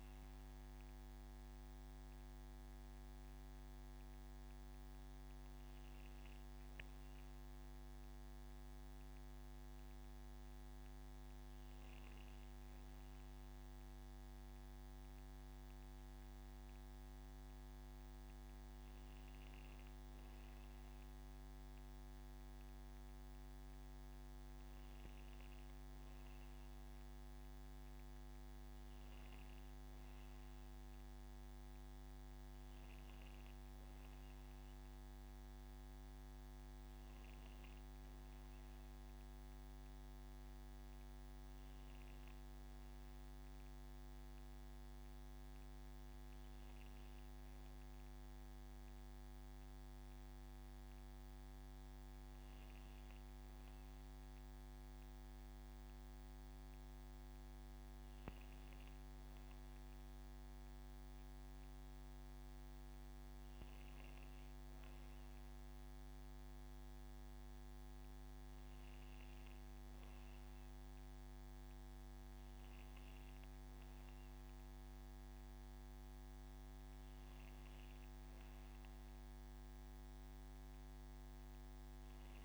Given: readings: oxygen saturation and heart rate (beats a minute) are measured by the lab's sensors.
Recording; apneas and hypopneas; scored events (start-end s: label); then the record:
a person awake in a sleep study, hard to hear, by a microphone on the trachea; none
60.00-82.44 s: new sleep stage, N1 (lightest sleep)
From the record:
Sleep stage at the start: awake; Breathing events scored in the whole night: 151 in 4.4 hours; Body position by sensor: on the back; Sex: female